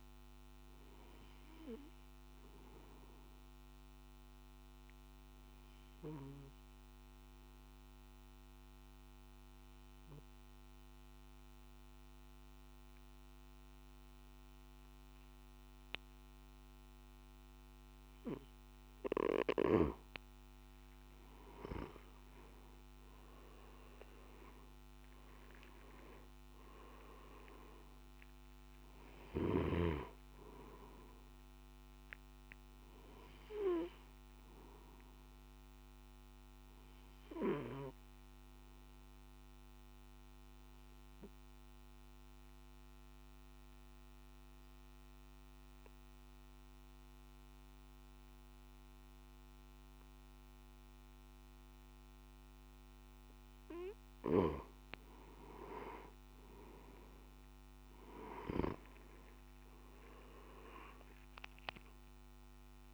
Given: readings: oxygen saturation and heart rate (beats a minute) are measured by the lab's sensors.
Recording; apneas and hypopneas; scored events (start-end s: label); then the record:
breathing in sleep by a microphone on the trachea; 2
0.00-14.50 s: oxygen desaturation (device-marked, oxygen 91% lowest, heart rate 51 extreme)
2.50-18.50 s: obstructive apnea (oxygen 98% before, 91% lowest, heart rate 55 before, 51 extreme, up 8 after)
27.50-48.50 s: oxygen desaturation (device-marked, oxygen 97% before, 91% lowest, heart rate 55 before, 51 extreme)
34.50-53.50 s: obstructive apnea (oxygen 98% before, 91% lowest, heart rate 56 before, 51 extreme, up 11 after)
61.50-62.94 s: oxygen desaturation (device-marked, oxygen 98% before, 92% lowest, heart rate 54 before, 51 extreme)
From the record:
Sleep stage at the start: N3 (deep sleep); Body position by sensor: on the back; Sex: male